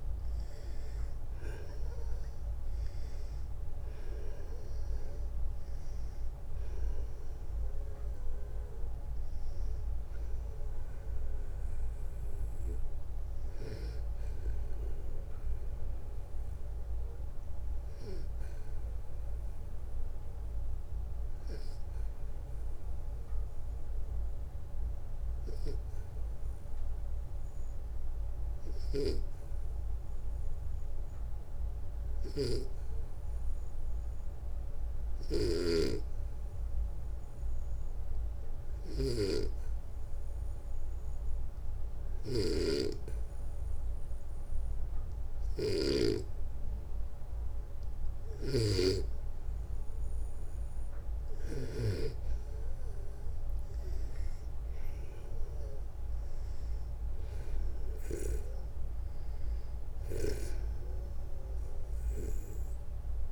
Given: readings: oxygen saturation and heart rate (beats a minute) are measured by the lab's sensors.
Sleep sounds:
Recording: breathing in sleep by a room microphone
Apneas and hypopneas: 1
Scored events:
0.00-3.50 s: arousal
18.00-46.50 s: obstructive apnea (oxygen 92% before, 89% lowest, heart rate 66 before, 59 extreme, up 4 after)
28.00-51.00 s: snoring (device-marked)
45.00-63.31 s: oxygen desaturation (device-marked, oxygen 97% before, 92% lowest, heart rate 61 before, 60 extreme)
53.00-58.00 s: arousal
59.00-63.31 s: snoring (device-marked)
From the record:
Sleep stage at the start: N2 (light sleep)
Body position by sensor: on the back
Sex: male

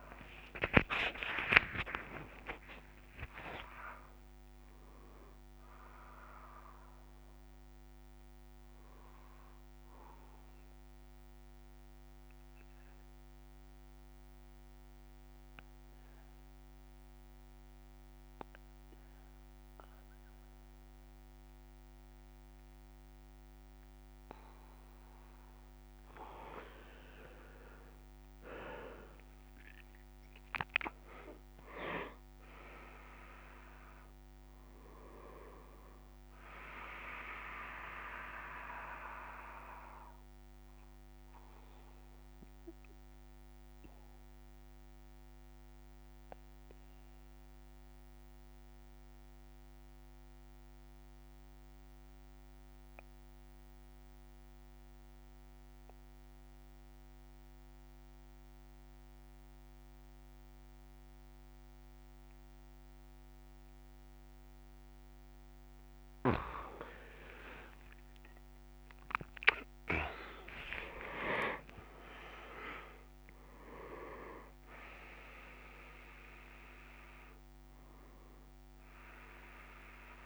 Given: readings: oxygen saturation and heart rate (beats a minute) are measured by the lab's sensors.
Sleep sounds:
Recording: breathing in sleep by a microphone on the trachea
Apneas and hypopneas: 2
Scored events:
0.00-13.00 s: oxygen desaturation (device-marked, oxygen 93% lowest)
9.50-25.50 s: obstructive apnea (oxygen 99% before, 94% lowest)
32.00-44.00 s: oxygen desaturation (device-marked, oxygen 98% before, 94% lowest)
41.50-66.00 s: mixed apnea (oxygen 99% before, 94% lowest)
From the record:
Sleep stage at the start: N2 (light sleep)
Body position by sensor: on the back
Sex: male

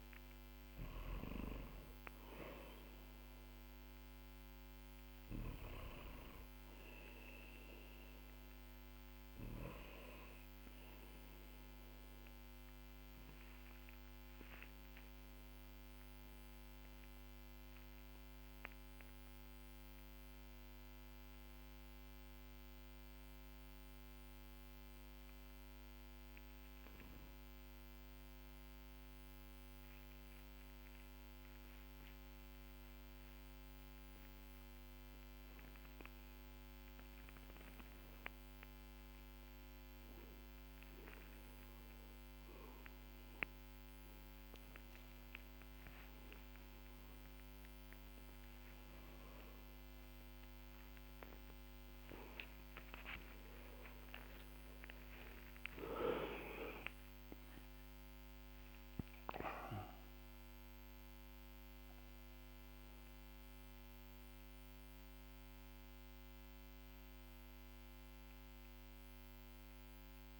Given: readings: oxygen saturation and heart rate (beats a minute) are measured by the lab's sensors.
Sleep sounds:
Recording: breathing in sleep by a microphone on the trachea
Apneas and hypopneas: 1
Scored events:
0.00-24.00 s: oxygen desaturation (device-marked, oxygen 90% lowest, heart rate 44 extreme)
14.00-34.00 s: obstructive apnea (oxygen 96% before, 90% lowest, heart rate 48 before, 56 extreme, up 8 after)
21.00-70.40 s: new sleep stage, N1 (lightest sleep)
36.50-40.50 s: arousal
68.00-70.40 s: arousal
From the record:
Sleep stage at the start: N2 (light sleep)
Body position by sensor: on the back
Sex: male

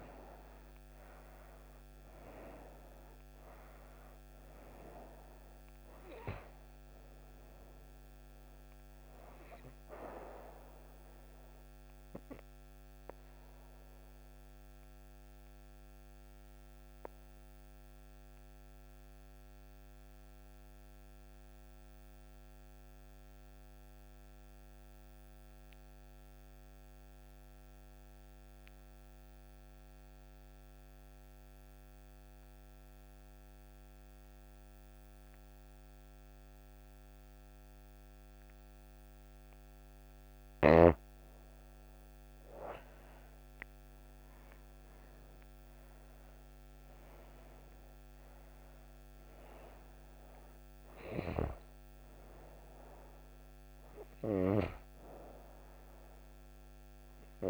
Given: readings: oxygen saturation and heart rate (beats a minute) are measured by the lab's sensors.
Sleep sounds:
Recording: breathing in sleep by a microphone on the trachea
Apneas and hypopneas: 1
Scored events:
0.00-26.00 s: oxygen desaturation (device-marked, oxygen 85% lowest)
12.00-39.50 s: obstructive apnea (oxygen 98% before, 85% lowest)
41.00-44.50 s: arousal
41.00-57.50 s: oxygen desaturation (device-marked, oxygen 98% before, 88% lowest)
From the record:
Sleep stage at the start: N2 (light sleep)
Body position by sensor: on the right side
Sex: female

